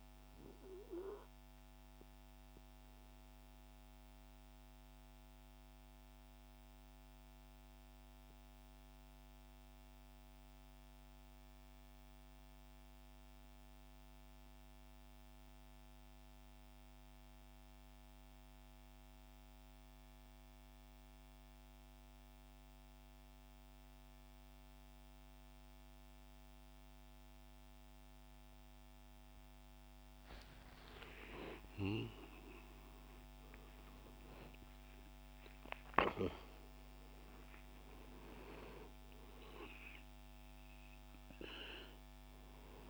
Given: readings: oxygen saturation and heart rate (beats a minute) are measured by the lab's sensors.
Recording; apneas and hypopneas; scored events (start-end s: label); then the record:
breathing in sleep by a microphone on the trachea; 1
0.00-13.50 s: oxygen desaturation (device-marked, oxygen 90% lowest, heart rate 55 extreme)
3.50-29.50 s: obstructive apnea (oxygen 98% before, 90% lowest, heart rate 63 before, 59 extreme, up 21 after)
28.50-42.90 s: oxygen desaturation (device-marked, oxygen 98% before, 92% lowest, heart rate 62 before, 56 extreme)
30.50-36.00 s: arousal
From the record:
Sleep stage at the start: N2 (light sleep); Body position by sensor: on the back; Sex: male